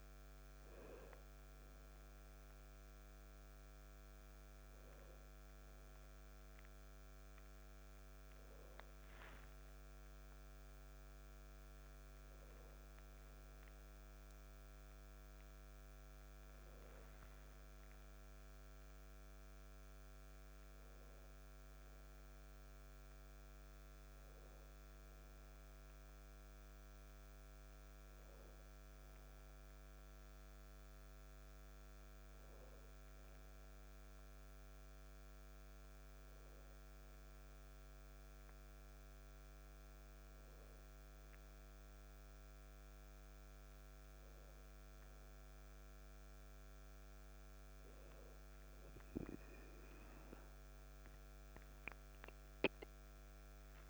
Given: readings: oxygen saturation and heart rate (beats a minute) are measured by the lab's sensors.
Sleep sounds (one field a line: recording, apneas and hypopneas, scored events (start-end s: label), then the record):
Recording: a person awake in a sleep study, hard to hear, by a microphone on the trachea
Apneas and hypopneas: none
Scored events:
none scored
From the record:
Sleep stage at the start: awake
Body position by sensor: on the back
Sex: male